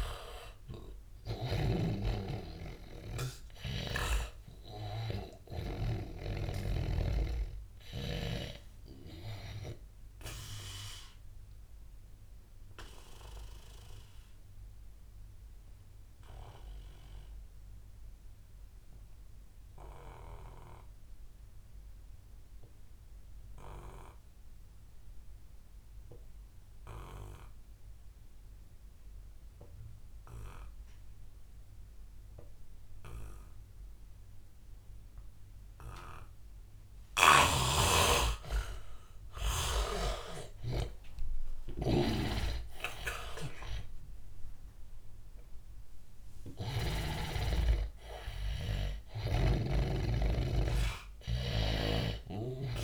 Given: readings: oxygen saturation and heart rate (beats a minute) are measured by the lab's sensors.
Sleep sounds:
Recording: breathing in sleep by a room microphone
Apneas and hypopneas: 1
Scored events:
0.00-6.00 s: snoring (device-marked)
0.00-16.50 s: oxygen desaturation (device-marked, oxygen 81% lowest, heart rate 78 extreme)
9.50-36.50 s: obstructive apnea (oxygen 99% before, 80% lowest, heart rate 93 before, 78 extreme, up 8 after)
30.50-52.84 s: oxygen desaturation (device-marked, oxygen 99% before, 80% lowest, heart rate 89 before, 86 extreme)
42.00-50.00 s: snoring (device-marked)
42.50-47.00 s: arousal
From the record:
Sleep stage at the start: N2 (light sleep)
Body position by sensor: on the back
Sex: male

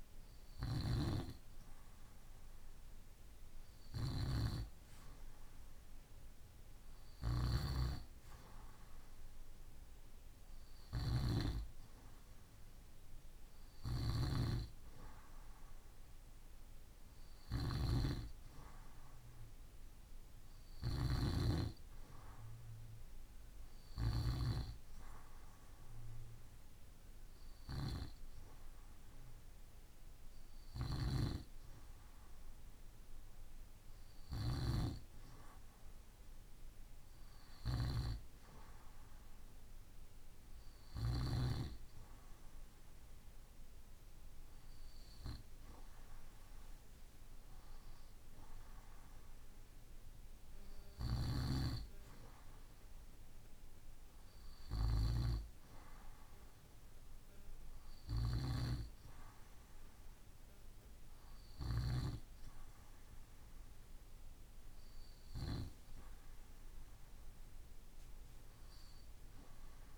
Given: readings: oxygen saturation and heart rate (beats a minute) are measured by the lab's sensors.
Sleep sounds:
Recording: breathing in sleep by a room microphone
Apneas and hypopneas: none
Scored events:
3.00-23.50 s: snoring (device-marked)
30.00-34.00 s: snoring (device-marked)
From the record:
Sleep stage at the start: REM sleep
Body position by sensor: on the right side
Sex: male

